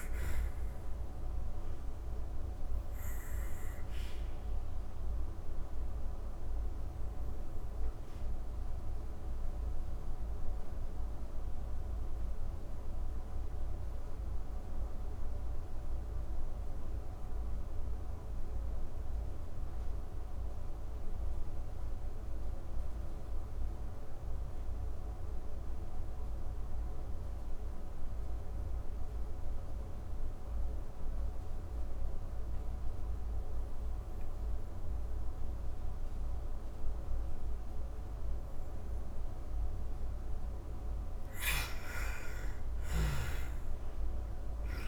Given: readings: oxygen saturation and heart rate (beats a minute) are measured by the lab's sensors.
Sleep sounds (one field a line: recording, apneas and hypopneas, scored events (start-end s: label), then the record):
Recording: breathing in sleep, hard to hear, by a room microphone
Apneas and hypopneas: 1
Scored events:
0.00-18.50 s: oxygen desaturation (device-marked, oxygen 85% lowest)
3.00-39.50 s: obstructive apnea (oxygen 99% before, 82% lowest)
33.50-44.88 s: oxygen desaturation (device-marked, oxygen 98% before, 82% lowest)
41.00-44.88 s: arousal
From the record:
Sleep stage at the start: N2 (light sleep)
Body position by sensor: on the back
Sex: female